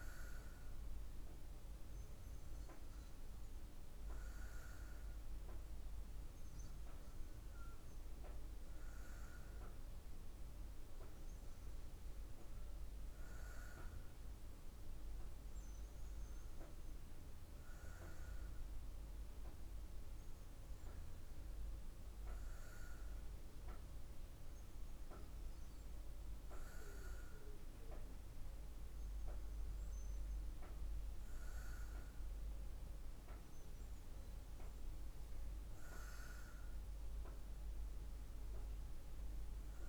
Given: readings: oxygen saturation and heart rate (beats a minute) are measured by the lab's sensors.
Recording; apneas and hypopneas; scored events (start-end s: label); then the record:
breathing in sleep, hard to hear, by a room microphone; none
none scored
From the record:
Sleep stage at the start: N2 (light sleep); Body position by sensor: on the back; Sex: female